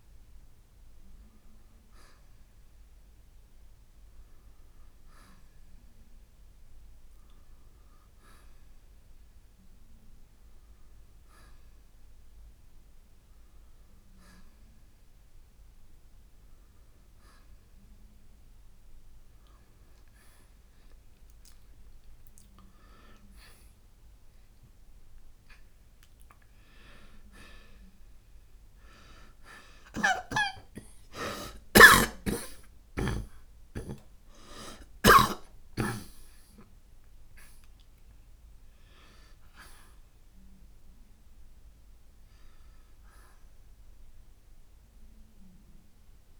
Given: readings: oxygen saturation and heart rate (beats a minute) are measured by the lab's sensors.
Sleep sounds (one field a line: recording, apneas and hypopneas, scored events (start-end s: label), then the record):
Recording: a person partly awake in a sleep study, by a room microphone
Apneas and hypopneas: none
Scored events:
27.50-46.40 s: new sleep stage, awake
31.50-35.50 s: snoring (device-marked)
From the record:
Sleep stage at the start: N1 (lightest sleep)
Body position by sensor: on the right side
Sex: male